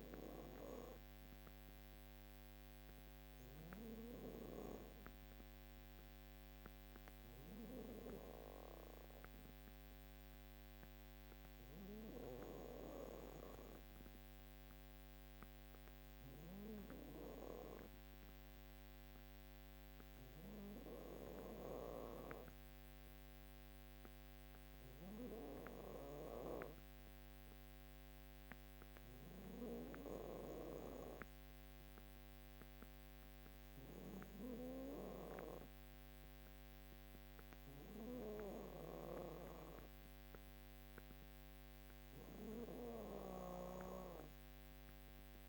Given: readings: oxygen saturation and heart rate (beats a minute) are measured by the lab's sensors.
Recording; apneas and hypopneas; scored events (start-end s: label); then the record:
breathing in sleep by a microphone on the trachea; none
43.00-45.49 s: snoring (device-marked)
From the record:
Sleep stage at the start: N2 (light sleep); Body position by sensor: on the back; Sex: female